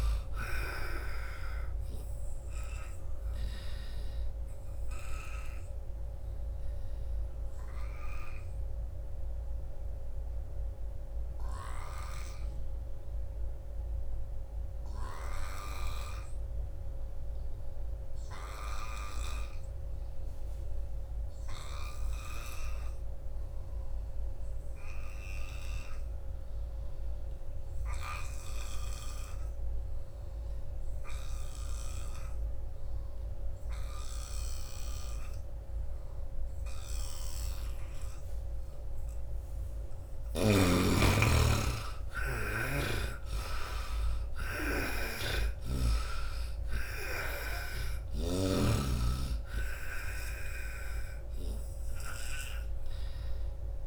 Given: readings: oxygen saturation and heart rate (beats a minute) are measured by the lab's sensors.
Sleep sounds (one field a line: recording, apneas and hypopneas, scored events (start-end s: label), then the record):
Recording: breathing in sleep by a room microphone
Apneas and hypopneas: 1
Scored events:
0.00-23.00 s: oxygen desaturation (device-marked, oxygen 77% lowest, heart rate 67 extreme)
2.00-38.50 s: obstructive apnea (oxygen 97% before, 72% lowest, heart rate 78 before, 67 extreme, up 17 after)
35.00-53.87 s: oxygen desaturation (device-marked, oxygen 95% before, 72% lowest, heart rate 78 before, 69 extreme)
36.50-40.50 s: snoring (device-marked)
40.00-43.50 s: arousal
From the record:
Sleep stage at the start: N2 (light sleep)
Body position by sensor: on the right side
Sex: male